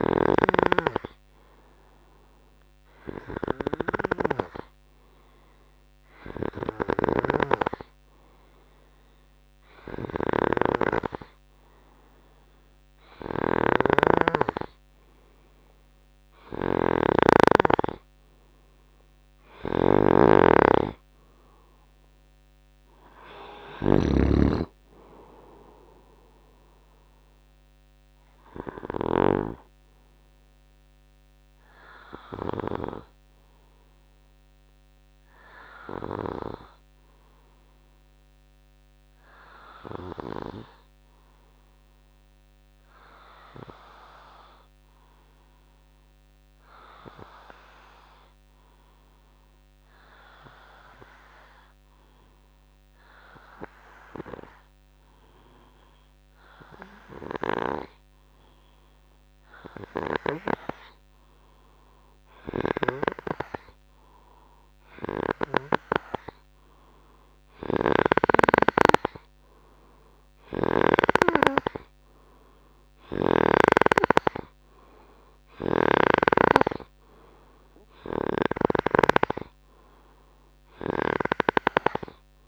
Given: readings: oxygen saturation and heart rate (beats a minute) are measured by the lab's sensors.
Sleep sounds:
breathing in sleep by a microphone on the trachea; 1
6.50-29.50 s: snoring (device-marked)
26.50-37.50 s: oxygen desaturation (device-marked, oxygen 96% before, 93% lowest, heart rate 71 before, 63 extreme)
26.50-82.48 s: new sleep stage, N2 (light sleep)
35.50-38.50 s: arousal
40.50-60.00 s: obstructive apnea (oxygen 96% before, 94% lowest, heart rate 69 before, 66 extreme, up 9 after)
61.50-73.50 s: oxygen desaturation (device-marked, oxygen 98% before, 94% lowest, heart rate 69 before, 66 extreme)
62.00-65.00 s: arousal
62.50-71.00 s: snoring (device-marked)
75.50-82.48 s: snoring (device-marked)
From the record:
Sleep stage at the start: N3 (deep sleep); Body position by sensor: on the right side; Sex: male

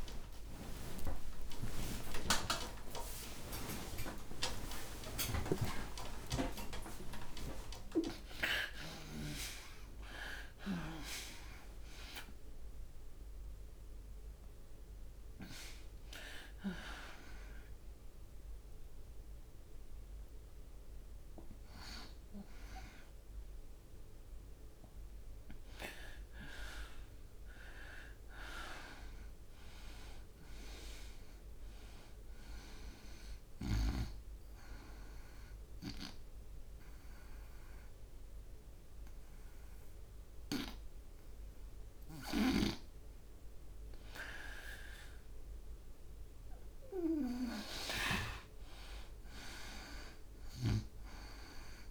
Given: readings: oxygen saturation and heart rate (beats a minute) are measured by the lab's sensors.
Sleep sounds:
a person awake in a sleep study, by a room microphone; none
0.00-17.00 s: oxygen desaturation (device-marked, oxygen 79% lowest, heart rate 69 extreme)
33.00-46.00 s: oxygen desaturation (device-marked, oxygen 97% before, 88% lowest)
From the record:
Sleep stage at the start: awake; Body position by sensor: on the right side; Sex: female

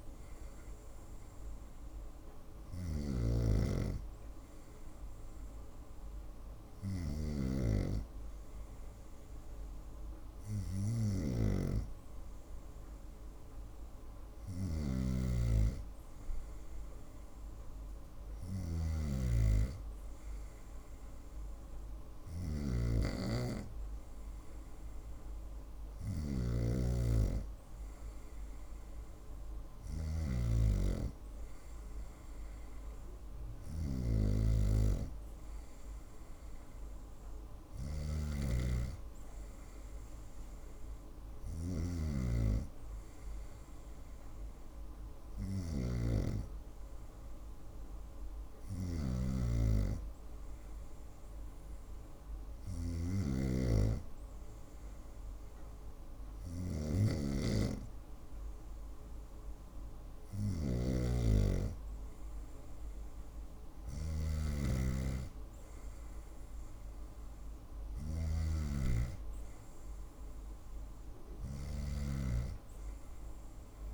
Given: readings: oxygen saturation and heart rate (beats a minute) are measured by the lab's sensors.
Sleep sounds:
breathing in sleep by a room microphone; none
0.00-2.50 s: snoring (device-marked)
10.50-73.94 s: snoring (device-marked)
From the record:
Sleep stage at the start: N2 (light sleep); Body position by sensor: on the right side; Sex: female

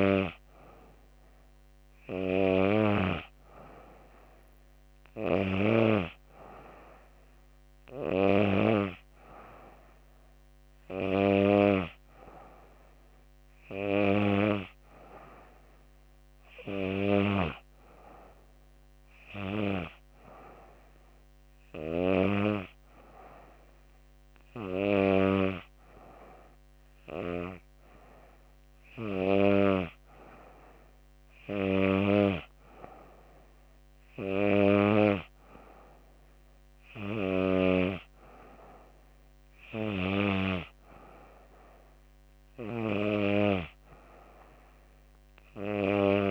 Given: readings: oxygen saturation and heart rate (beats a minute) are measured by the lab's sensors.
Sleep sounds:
breathing in sleep by a microphone on the trachea; none
none scored
From the record:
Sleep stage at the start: N2 (light sleep); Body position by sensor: on the back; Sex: female

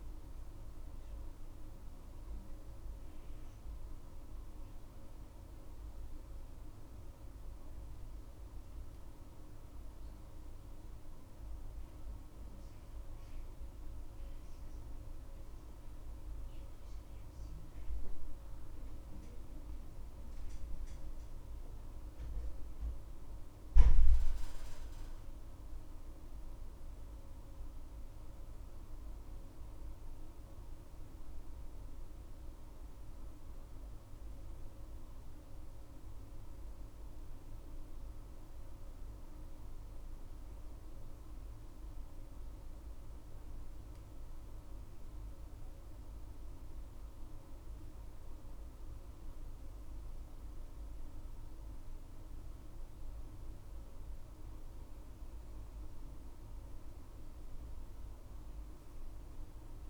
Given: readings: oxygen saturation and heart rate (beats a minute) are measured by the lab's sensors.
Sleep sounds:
breathing in sleep, hard to hear, by a room microphone; none
none scored
From the record:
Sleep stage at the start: N2 (light sleep); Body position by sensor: on the back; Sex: female

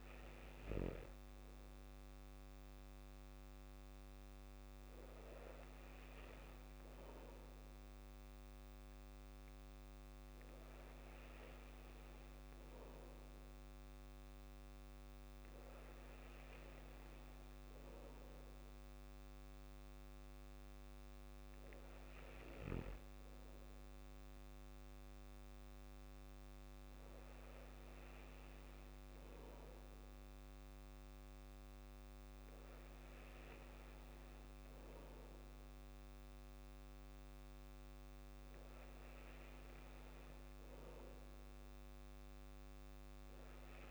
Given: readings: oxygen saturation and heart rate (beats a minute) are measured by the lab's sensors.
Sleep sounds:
breathing in sleep, hard to hear, by a microphone on the trachea; none
none scored
From the record:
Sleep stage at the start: N2 (light sleep); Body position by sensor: on the back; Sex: male

